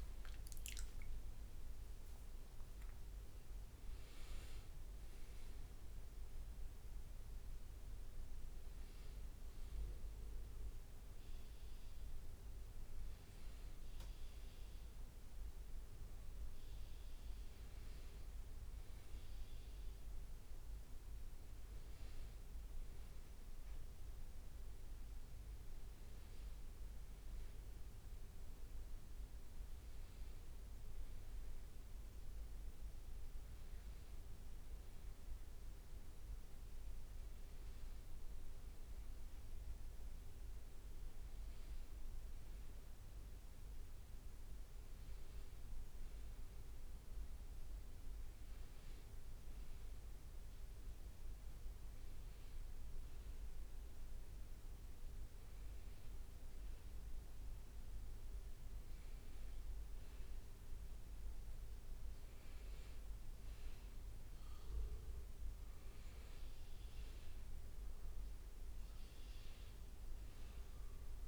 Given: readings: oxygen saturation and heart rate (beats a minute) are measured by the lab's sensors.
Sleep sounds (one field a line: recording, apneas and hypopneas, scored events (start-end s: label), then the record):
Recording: breathing in sleep, hard to hear, by a room microphone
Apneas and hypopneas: none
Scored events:
0.00-2.50 s: arousal
From the record:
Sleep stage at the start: N1 (lightest sleep)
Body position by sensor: on the back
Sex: male